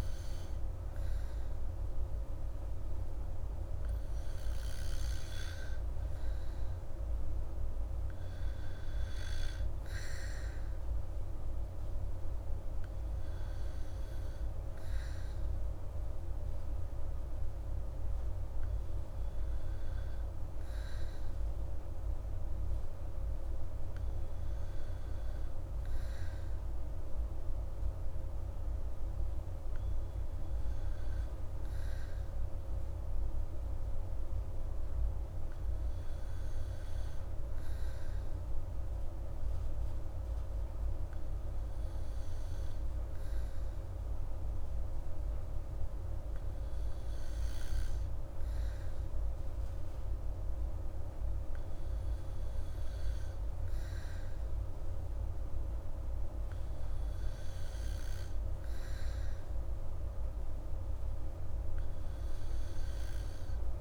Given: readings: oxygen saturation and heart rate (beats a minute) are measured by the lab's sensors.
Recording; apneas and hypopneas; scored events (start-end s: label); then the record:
breathing in sleep, hard to hear, by a room microphone; none
none scored
From the record:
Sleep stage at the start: N2 (light sleep); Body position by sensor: on the back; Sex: female